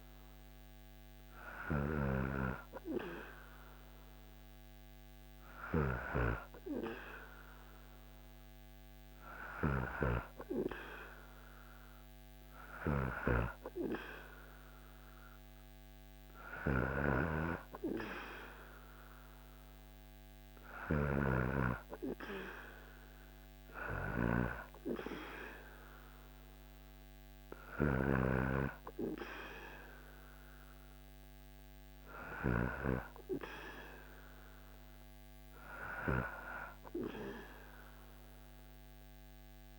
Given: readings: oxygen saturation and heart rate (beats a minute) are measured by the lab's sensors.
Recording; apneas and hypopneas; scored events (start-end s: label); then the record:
breathing in sleep by a microphone on the trachea; none
1.00-9.50 s: snoring (device-marked)
16.00-32.00 s: snoring (device-marked)
From the record:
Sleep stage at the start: N2 (light sleep); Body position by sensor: on the back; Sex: male